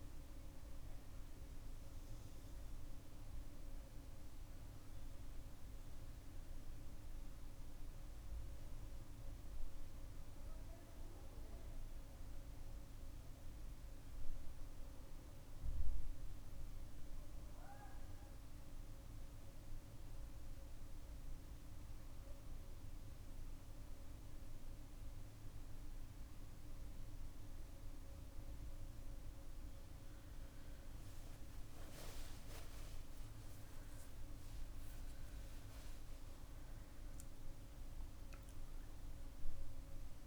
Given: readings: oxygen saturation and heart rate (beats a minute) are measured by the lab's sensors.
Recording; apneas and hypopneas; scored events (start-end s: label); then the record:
breathing in sleep, hard to hear, by a room microphone; none
32.00-36.00 s: arousal
From the record:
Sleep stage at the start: N2 (light sleep); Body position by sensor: on the back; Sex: female